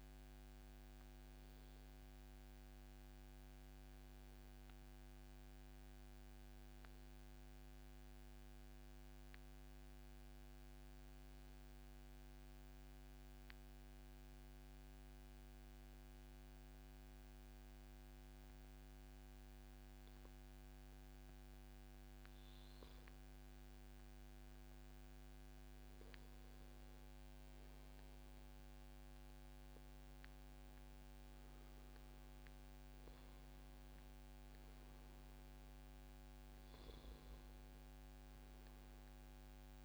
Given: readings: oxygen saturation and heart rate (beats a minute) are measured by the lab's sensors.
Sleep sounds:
breathing in sleep, hard to hear, by a microphone on the trachea; 1
0.50-21.50 s: obstructive apnea (oxygen 96% before, 94% lowest, heart rate 128 before, 106 extreme, up 1 after)
23.50-27.50 s: arousal
27.50-29.50 s: long interval between heartbeats (device-marked, heart rate 143 before, 114 extreme)
From the record:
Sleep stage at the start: N2 (light sleep); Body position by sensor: on the back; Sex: male

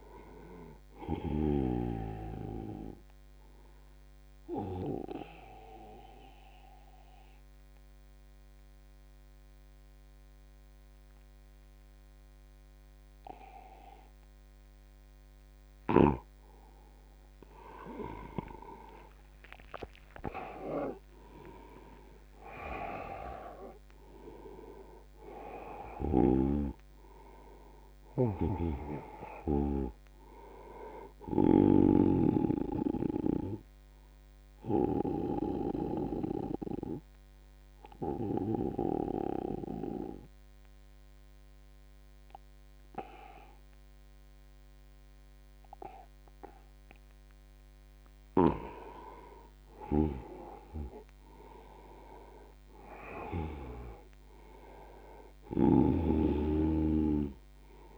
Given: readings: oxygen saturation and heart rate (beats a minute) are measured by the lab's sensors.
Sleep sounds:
breathing in sleep by a microphone on the trachea; 2
0.00-3.00 s: oxygen desaturation (device-marked, oxygen 94% lowest, heart rate 73 extreme)
2.00-16.00 s: obstructive apnea (oxygen 98% before, 89% lowest, heart rate 87 before, 73 extreme, up 1 after)
17.50-22.50 s: arousal
18.00-43.00 s: oxygen desaturation (device-marked, oxygen 98% before, 89% lowest, heart rate 85 before, 75 extreme)
28.50-32.50 s: snoring (device-marked)
32.50-47.50 s: obstructive apnea (oxygen 98% before, 87% lowest, heart rate 80 before, 75 extreme, up 13 after)
50.00-55.50 s: arousal
55.00-57.98 s: oxygen desaturation (device-marked, oxygen 99% before, 93% lowest, heart rate 83 before, 77 extreme)
From the record:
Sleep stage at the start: N2 (light sleep); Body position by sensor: on the back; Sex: male

